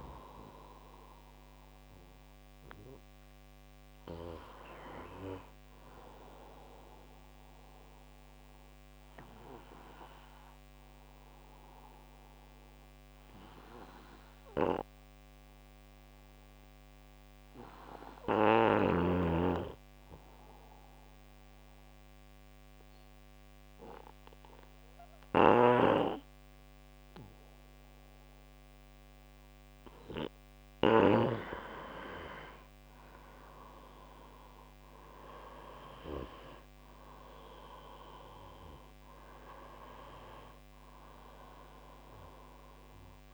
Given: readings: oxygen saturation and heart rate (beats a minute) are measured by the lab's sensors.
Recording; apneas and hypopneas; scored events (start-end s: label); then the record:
breathing in sleep by a microphone on the trachea; 1
0.00-15.00 s: oxygen desaturation (device-marked, oxygen 87% lowest, heart rate 61 extreme)
9.50-29.50 s: obstructive apnea (oxygen 95% before, 87% lowest, heart rate 66 before, 64 extreme, up 7 after)
31.50-35.50 s: arousal
39.00-43.34 s: oxygen desaturation (device-marked, oxygen 96% before, 91% lowest, heart rate 68 before, 63 extreme)
From the record:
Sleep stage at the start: N2 (light sleep); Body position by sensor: on the right side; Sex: male